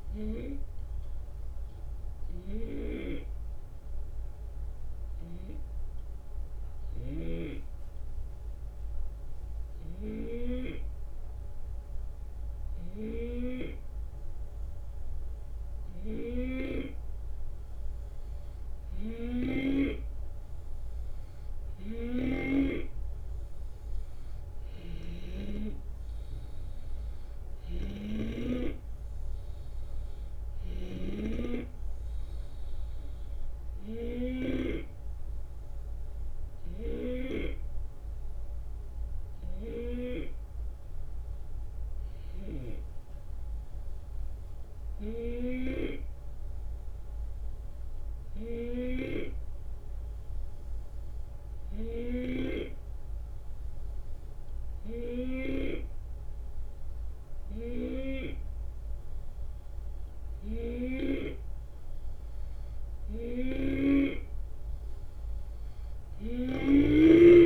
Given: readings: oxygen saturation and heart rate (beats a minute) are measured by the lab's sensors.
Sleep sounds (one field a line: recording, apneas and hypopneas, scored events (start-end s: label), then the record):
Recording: breathing in sleep by a room microphone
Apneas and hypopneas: 2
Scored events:
1.00-17.00 s: hypopnea (oxygen 94% before, 90% lowest, heart rate 76 before, 70 extreme, up 5 after)
2.00-22.50 s: snoring (device-marked)
20.50-24.00 s: arousal
24.50-31.00 s: snoring (device-marked)
35.50-62.00 s: hypopnea (oxygen 94% before, 89% lowest, heart rate 75 before, 70 extreme, up 8 after)
66.00-67.46 s: snoring (device-marked)
From the record:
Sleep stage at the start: N2 (light sleep)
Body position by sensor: on the left side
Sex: male